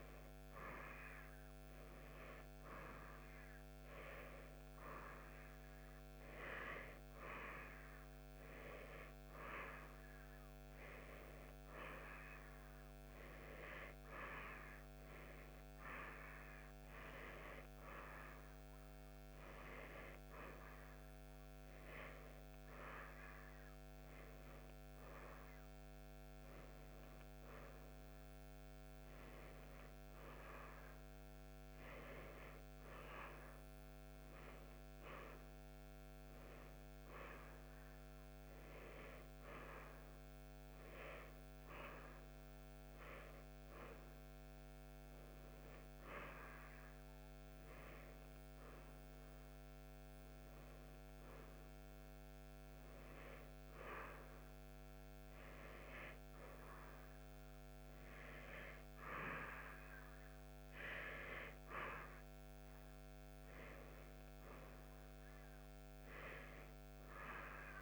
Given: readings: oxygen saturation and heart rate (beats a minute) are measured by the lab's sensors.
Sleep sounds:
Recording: breathing in sleep by a microphone on the trachea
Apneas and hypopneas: none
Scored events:
22.00-67.81 s: new sleep stage, N2 (light sleep)
From the record:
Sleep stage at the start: N1 (lightest sleep)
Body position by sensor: on the right side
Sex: female

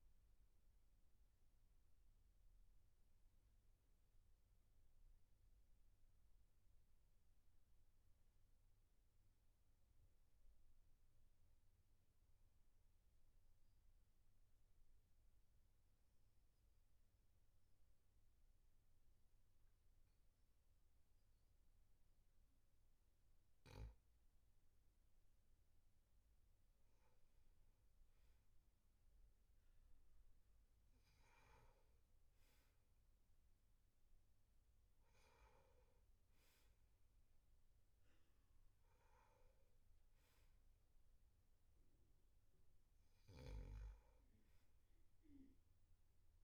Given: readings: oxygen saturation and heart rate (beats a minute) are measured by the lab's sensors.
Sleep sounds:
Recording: breathing in sleep, hard to hear, by a room microphone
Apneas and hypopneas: 1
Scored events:
0.00-3.00 s: oxygen desaturation (device-marked, oxygen 89% lowest, heart rate 44 extreme)
7.50-11.00 s: arousal
13.00-24.50 s: obstructive apnea (oxygen 100% before, 97% lowest, heart rate 51 before, 44 extreme, up 2 after)
28.00-31.00 s: arousal
From the record:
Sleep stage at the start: N2 (light sleep)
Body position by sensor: on the back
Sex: male

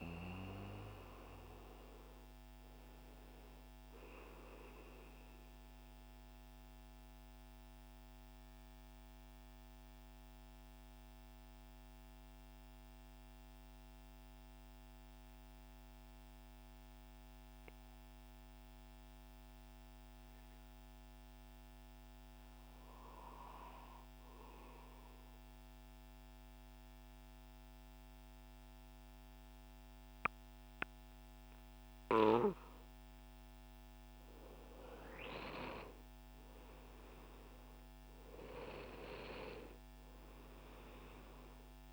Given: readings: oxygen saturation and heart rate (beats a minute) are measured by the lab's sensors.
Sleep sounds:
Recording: breathing in sleep by a microphone on the trachea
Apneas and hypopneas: 1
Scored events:
6.50-33.00 s: mixed apnea (oxygen 99% before, 93% lowest, heart rate 144 before, 63 extreme)
25.50-41.93 s: oxygen desaturation (device-marked, oxygen 99% before, 93% lowest, heart rate 146 before, 63 extreme)
35.50-40.00 s: arousal
From the record:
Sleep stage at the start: N2 (light sleep)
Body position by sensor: on the right side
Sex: male

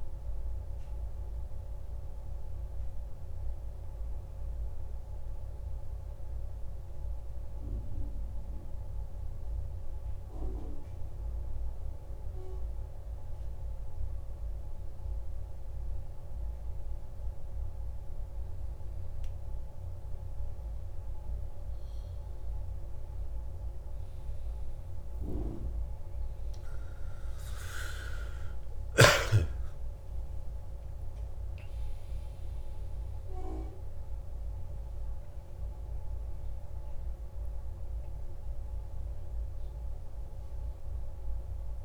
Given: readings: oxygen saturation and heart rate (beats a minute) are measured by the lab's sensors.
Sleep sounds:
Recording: breathing in sleep by a room microphone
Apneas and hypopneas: 1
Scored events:
3.00-21.50 s: hypopnea (oxygen 96% before, 94% lowest, heart rate 56 before, 49 extreme, up 4 after)
25.00-29.00 s: arousal
From the record:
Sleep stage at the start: N2 (light sleep)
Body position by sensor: on the back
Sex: male

